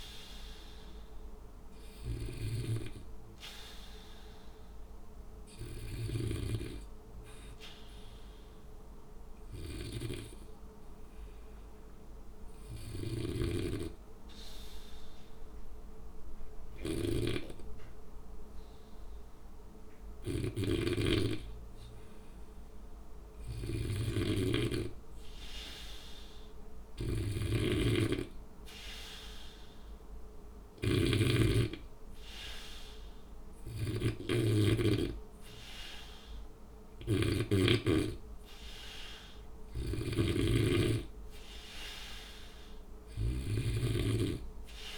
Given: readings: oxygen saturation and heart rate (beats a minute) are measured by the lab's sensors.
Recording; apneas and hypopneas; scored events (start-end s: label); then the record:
breathing in sleep by a room microphone; 1
12.00-22.50 s: obstructive apnea (oxygen 96% before, 93% lowest, heart rate 62 before, 61 extreme, up 1 after)
13.00-37.50 s: snoring (device-marked)
24.50-28.00 s: arousal
31.50-44.98 s: oxygen desaturation (device-marked, oxygen 96% before, 93% lowest, heart rate 62 before, 59 extreme)
39.50-44.98 s: snoring (device-marked)
From the record:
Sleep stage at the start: N2 (light sleep); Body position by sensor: on the back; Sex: male